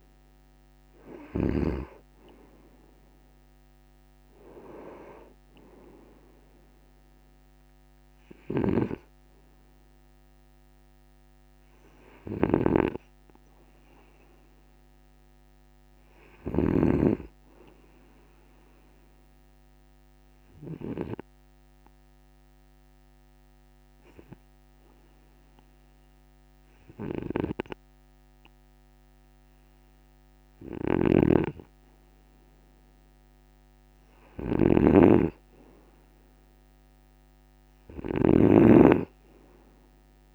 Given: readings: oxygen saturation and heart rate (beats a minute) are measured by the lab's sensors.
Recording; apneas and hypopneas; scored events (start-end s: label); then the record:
breathing in sleep by a microphone on the trachea; 1
0.00-1.50 s: snoring (device-marked)
8.00-16.50 s: snoring (device-marked)
19.00-30.00 s: obstructive apnea (oxygen 97% before, 96% lowest, heart rate 53 before, 52 extreme, up 1 after)
30.50-40.35 s: snoring (device-marked)
33.50-38.00 s: arousal
From the record:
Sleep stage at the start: N2 (light sleep); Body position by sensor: on the right side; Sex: male